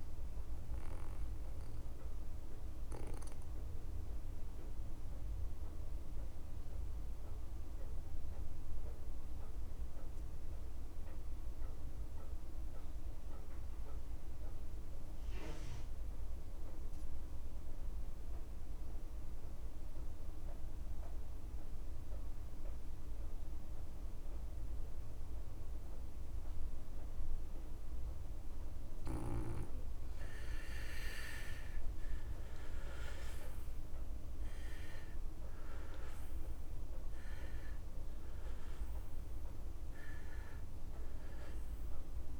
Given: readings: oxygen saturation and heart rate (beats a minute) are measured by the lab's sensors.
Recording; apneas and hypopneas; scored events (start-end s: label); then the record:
breathing in sleep by a room microphone; 1
0.00-3.50 s: oxygen desaturation (device-marked, oxygen 86% lowest)
0.50-30.50 s: obstructive apnea (oxygen 96% before, 81% lowest)
21.50-42.40 s: oxygen desaturation (device-marked, oxygen 97% before, 81% lowest)
From the record:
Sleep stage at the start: N2 (light sleep); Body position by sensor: on the back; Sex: male